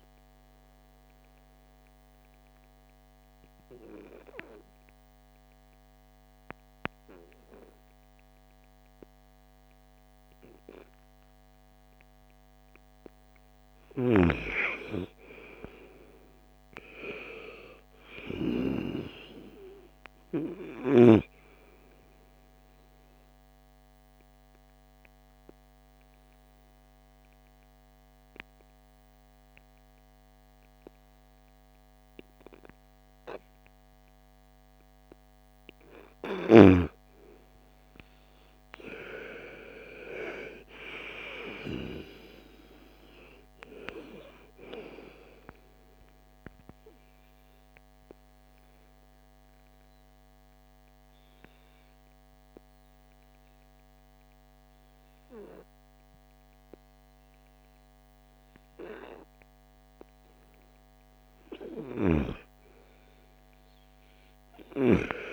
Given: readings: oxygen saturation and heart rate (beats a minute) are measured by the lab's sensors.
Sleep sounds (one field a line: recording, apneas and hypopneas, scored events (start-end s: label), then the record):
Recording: breathing in sleep by a microphone on the trachea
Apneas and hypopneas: 3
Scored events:
0.00-5.50 s: oxygen desaturation (device-marked, oxygen 90% lowest, heart rate 47 extreme)
0.50-12.50 s: obstructive apnea (oxygen 98% before, 90% lowest, heart rate 61 before, 36 extreme, up 16 after)
14.50-18.00 s: arousal
19.50-34.50 s: oxygen desaturation (device-marked, oxygen 98% before, 90% lowest, heart rate 57 before, 36 extreme)
23.50-36.00 s: obstructive apnea (oxygen 98% before, 90% lowest, heart rate 57 before, 36 extreme, up 33 after)
39.00-43.50 s: arousal
42.50-61.50 s: oxygen desaturation (device-marked, oxygen 98% before, 91% lowest, heart rate 50 before, 47 extreme)
48.00-59.00 s: obstructive apnea (oxygen 98% before, 88% lowest, heart rate 53 before, 47 extreme, up 3 after)
61.00-65.00 s: arousal
From the record:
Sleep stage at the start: N2 (light sleep)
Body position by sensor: on the front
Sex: female